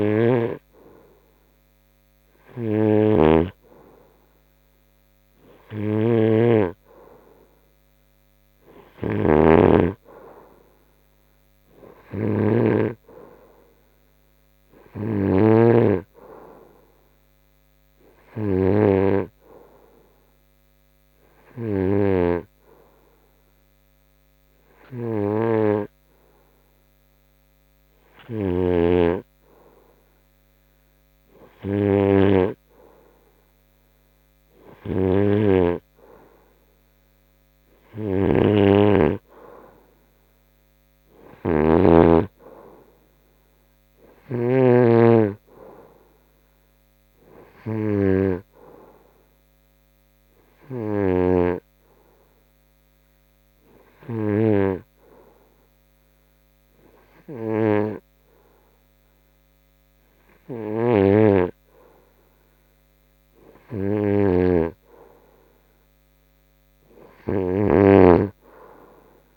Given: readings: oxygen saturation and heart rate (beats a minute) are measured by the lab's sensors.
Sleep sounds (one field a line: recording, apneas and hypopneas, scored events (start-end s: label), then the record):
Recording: breathing in sleep by a microphone on the trachea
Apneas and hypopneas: 2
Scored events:
5.00-14.00 s: oxygen desaturation (device-marked, oxygen 93% before, 90% lowest, heart rate 73 before, 73 extreme)
18.50-30.50 s: hypopnea (oxygen 96% before, 91% lowest, heart rate 73 before, 73 extreme, up 2 after)
33.00-36.50 s: arousal
49.50-65.00 s: hypopnea (oxygen 93% before, 91% lowest, heart rate 75 before, 74 extreme, up 1 after)
68.00-69.37 s: arousal
From the record:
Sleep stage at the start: N2 (light sleep)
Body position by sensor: on the front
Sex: male